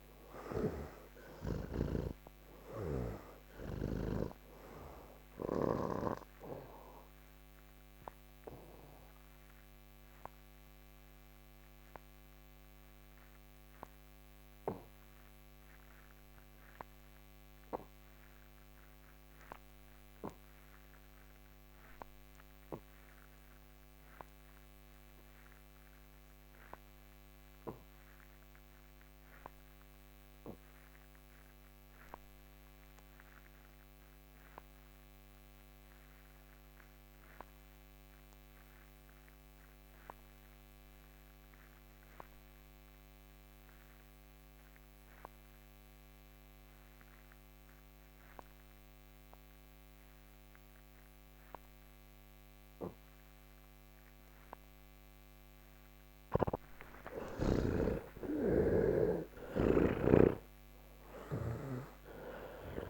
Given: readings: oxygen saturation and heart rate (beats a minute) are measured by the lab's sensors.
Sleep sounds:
breathing in sleep by a microphone on the trachea; 1
0.00-24.00 s: oxygen desaturation (device-marked, oxygen 64% lowest, heart rate 70 extreme)
7.00-56.00 s: obstructive apnea (oxygen 91% before, 62% lowest, heart rate 161 before, 70 extreme, up 54 after)
26.00-62.90 s: oxygen desaturation (device-marked, oxygen 97% before, 62% lowest, heart rate 146 before, 70 extreme)
59.00-62.90 s: new sleep stage, N3 (deep sleep)
59.50-62.90 s: snoring (device-marked)
From the record:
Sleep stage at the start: N2 (light sleep); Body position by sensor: on the back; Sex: male

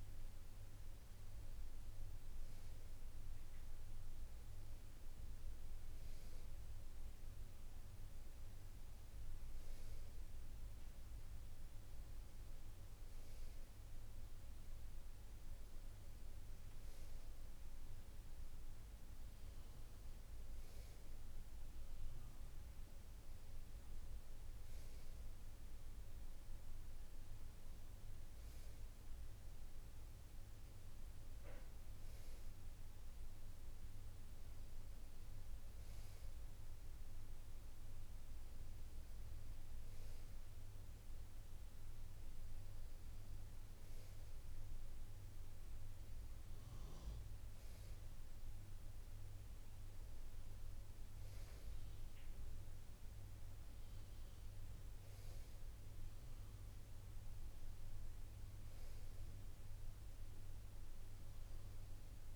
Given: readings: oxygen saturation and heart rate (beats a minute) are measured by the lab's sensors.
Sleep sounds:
breathing in sleep, hard to hear, by a room microphone; none
14.50-19.50 s: arousal
14.50-62.36 s: new sleep stage, N2 (light sleep)
From the record:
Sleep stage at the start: N1 (lightest sleep); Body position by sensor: on the right side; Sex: male

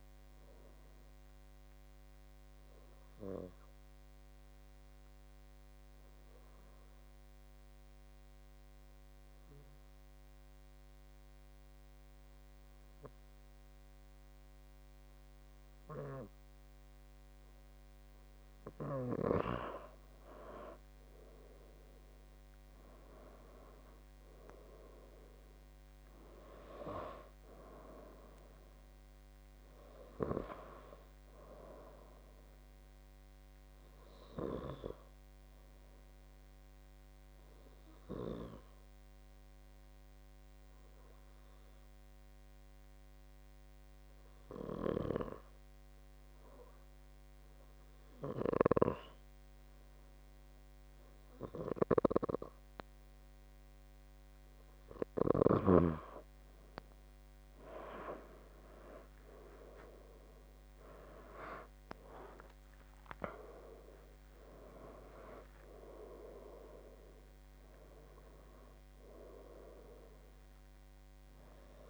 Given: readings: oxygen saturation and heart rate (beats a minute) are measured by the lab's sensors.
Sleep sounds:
breathing in sleep by a microphone on the trachea; 2
0.00-14.50 s: oxygen desaturation (device-marked, oxygen 91% lowest, heart rate 68 extreme)
1.50-18.00 s: obstructive apnea (oxygen 99% before, 91% lowest, heart rate 77 before, 70 extreme, up 10 after)
21.00-25.00 s: arousal
22.50-47.50 s: oxygen desaturation (device-marked, oxygen 98% before, 92% lowest, heart rate 72 before, 70 extreme)
33.50-54.00 s: obstructive apnea (oxygen 98% before, 91% lowest, heart rate 76 before, 62 extreme, up 12 after)
59.50-65.00 s: arousal
60.50-71.90 s: oxygen desaturation (device-marked, oxygen 96% before, 91% lowest, heart rate 74 before, 62 extreme)
From the record:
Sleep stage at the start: N2 (light sleep); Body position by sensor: on the left side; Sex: male

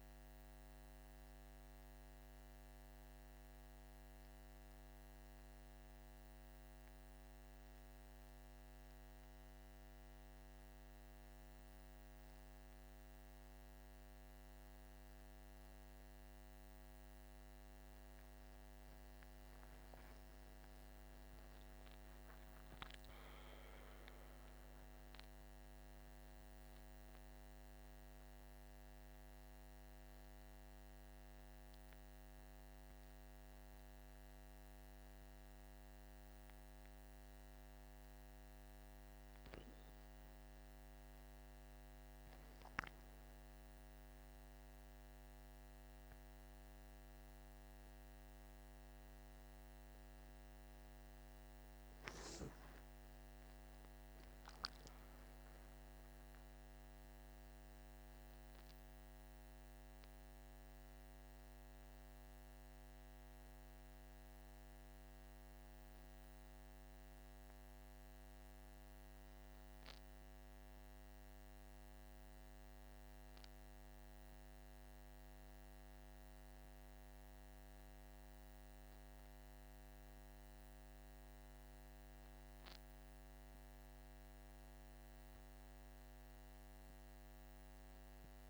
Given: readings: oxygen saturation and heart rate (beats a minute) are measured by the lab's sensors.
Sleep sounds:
breathing in sleep, hard to hear, by a microphone on the trachea; none
18.50-22.50 s: arousal
33.50-88.49 s: new sleep stage, N1 (lightest sleep)
51.50-55.50 s: arousal
From the record:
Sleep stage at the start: N2 (light sleep); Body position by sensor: on the right side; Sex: male

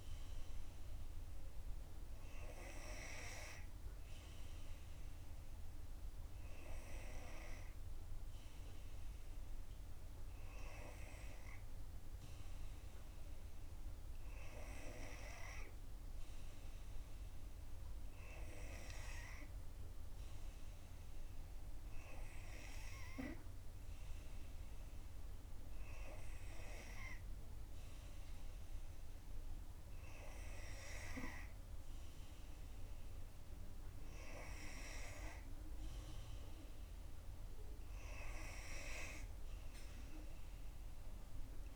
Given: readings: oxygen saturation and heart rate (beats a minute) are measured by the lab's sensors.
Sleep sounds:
breathing in sleep by a room microphone; none
none scored
From the record:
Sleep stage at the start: N2 (light sleep); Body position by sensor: on the back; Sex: female

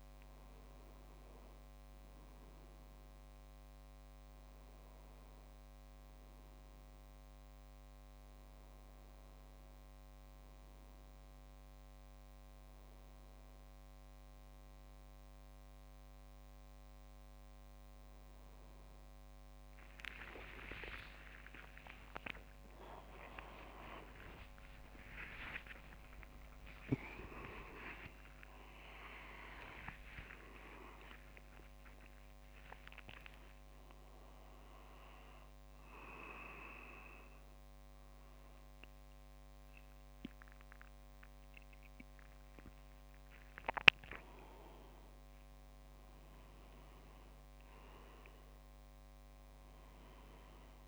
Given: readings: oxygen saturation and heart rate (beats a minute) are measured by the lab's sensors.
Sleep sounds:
a person partly awake in a sleep study, by a microphone on the trachea; none
0.00-2.00 s: leg movement (device-marked)
31.50-50.88 s: new sleep stage, awake
38.00-45.50 s: leg movement (device-marked)
47.00-50.00 s: leg movement (device-marked)
From the record:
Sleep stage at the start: N1 (lightest sleep); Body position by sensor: on the back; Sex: male

